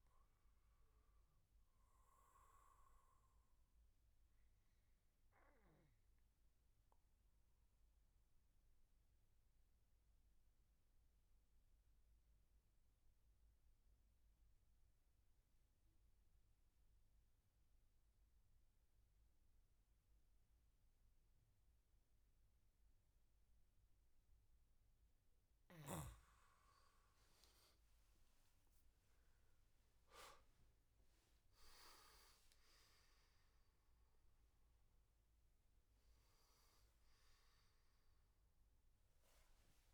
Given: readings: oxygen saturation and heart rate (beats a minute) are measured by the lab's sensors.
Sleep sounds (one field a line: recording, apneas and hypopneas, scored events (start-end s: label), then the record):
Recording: breathing in sleep, hard to hear, by a room microphone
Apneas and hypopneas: 1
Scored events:
6.50-25.00 s: obstructive apnea (oxygen 98% before, 89% lowest, heart rate 80 before, 78 extreme, up 18 after)
21.50-39.94 s: oxygen desaturation (device-marked, oxygen 97% before, 89% lowest, heart rate 81 before, 74 extreme)
26.50-30.00 s: arousal
29.50-39.94 s: new sleep stage, N1 (lightest sleep)
From the record:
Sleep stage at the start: N2 (light sleep)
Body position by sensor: on the back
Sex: male